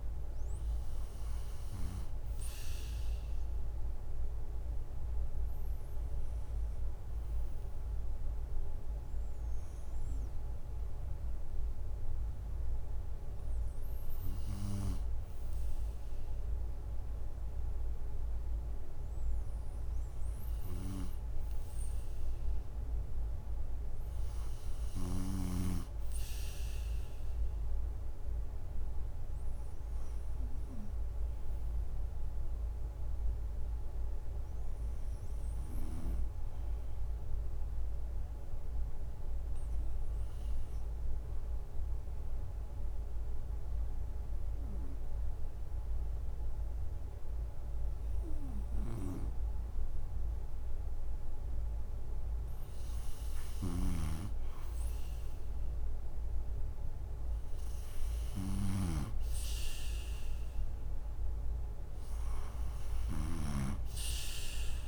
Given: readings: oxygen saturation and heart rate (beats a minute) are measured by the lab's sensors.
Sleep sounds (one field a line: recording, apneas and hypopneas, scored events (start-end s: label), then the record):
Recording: breathing in sleep by a room microphone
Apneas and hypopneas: 2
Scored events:
0.00-11.50 s: oxygen desaturation (device-marked, oxygen 86% lowest, heart rate 68 extreme)
3.00-15.00 s: hypopnea (oxygen 95% before, 86% lowest, heart rate 74 before, 68 extreme, up 1 after)
16.50-19.50 s: arousal
42.50-53.50 s: obstructive apnea (oxygen 96% before, 88% lowest, heart rate 70 before, 65 extreme, up 8 after)
53.50-63.00 s: snoring (device-marked)
55.00-58.00 s: arousal
63.50-64.88 s: oxygen desaturation (device-marked, oxygen 92% before, 88% lowest, heart rate 69 before, 61 extreme)
From the record:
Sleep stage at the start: N2 (light sleep)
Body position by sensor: on the right side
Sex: male